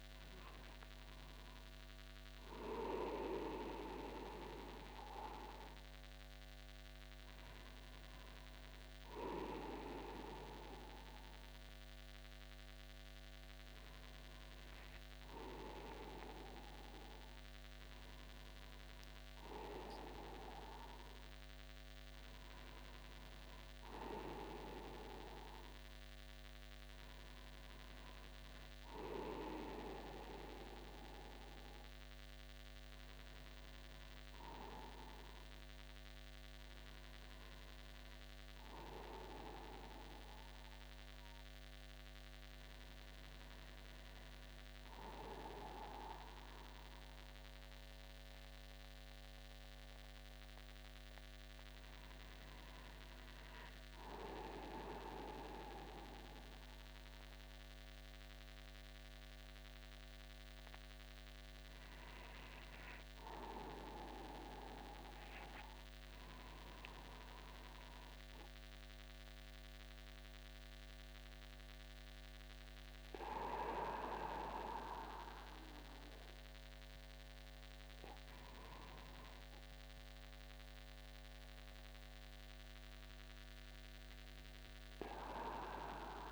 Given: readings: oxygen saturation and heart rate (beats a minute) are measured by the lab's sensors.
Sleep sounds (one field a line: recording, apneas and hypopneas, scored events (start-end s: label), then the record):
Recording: a person awake in a sleep study, by a microphone on the trachea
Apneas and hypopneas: none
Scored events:
1.00-3.00 s: long interval between heartbeats (device-marked, heart rate 64 before, 110 extreme)
5.00-7.00 s: long interval between heartbeats (device-marked, heart rate 75 before, 115 extreme)
7.00-9.00 s: long interval between heartbeats (device-marked, heart rate 80 before, 117 extreme)
10.00-12.00 s: long interval between heartbeats (device-marked, heart rate 90 before, 140 extreme)
14.50-16.50 s: long interval between heartbeats (device-marked, heart rate 108 before, 147 extreme)
16.50-18.50 s: long interval between heartbeats (device-marked, heart rate 118 before, 118 extreme)
19.00-21.00 s: long interval between heartbeats (device-marked, heart rate 124 before, 116 extreme)
23.50-25.50 s: long interval between heartbeats (device-marked, heart rate 125 before, 134 extreme)
27.00-29.00 s: long interval between heartbeats (device-marked, heart rate 130 before, 150 extreme)
29.50-31.50 s: long interval between heartbeats (device-marked, heart rate 133 before, 137 extreme)
33.00-35.00 s: long interval between heartbeats (device-marked, heart rate 133 before, 126 extreme)
38.50-40.50 s: long interval between heartbeats (device-marked, heart rate 135 before, 130 extreme)
44.50-46.50 s: long interval between heartbeats (device-marked, heart rate 136 before, 87 extreme)
53.00-55.00 s: long interval between heartbeats (device-marked, heart rate 101 before, 59 extreme)
55.50-57.50 s: long interval between heartbeats (device-marked, heart rate 93 before, 68 extreme)
66.00-68.00 s: long interval between heartbeats (device-marked, heart rate 60 before, 59 extreme)
From the record:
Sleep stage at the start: awake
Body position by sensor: upright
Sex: male